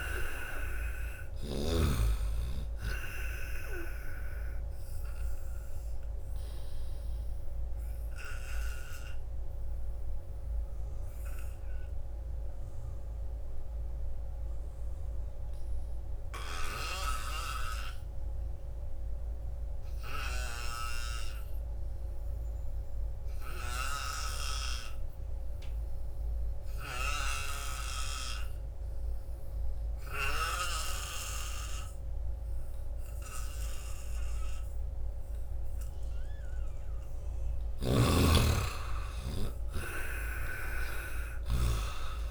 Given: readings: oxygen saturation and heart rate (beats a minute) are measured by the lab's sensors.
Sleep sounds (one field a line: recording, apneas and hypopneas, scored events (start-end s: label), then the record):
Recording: breathing in sleep by a room microphone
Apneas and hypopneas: 1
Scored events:
0.00-1.50 s: snoring (device-marked)
0.00-19.00 s: oxygen desaturation (device-marked, oxygen 78% lowest, heart rate 67 extreme)
6.50-36.00 s: obstructive apnea (oxygen 96% before, 76% lowest, heart rate 79 before, 67 extreme, up 0 after)
30.00-42.31 s: oxygen desaturation (device-marked, oxygen 98% before, 76% lowest, heart rate 85 before, 63 extreme)
37.50-41.00 s: arousal
37.50-41.50 s: snoring (device-marked)
From the record:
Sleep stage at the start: N2 (light sleep)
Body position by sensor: on the back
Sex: male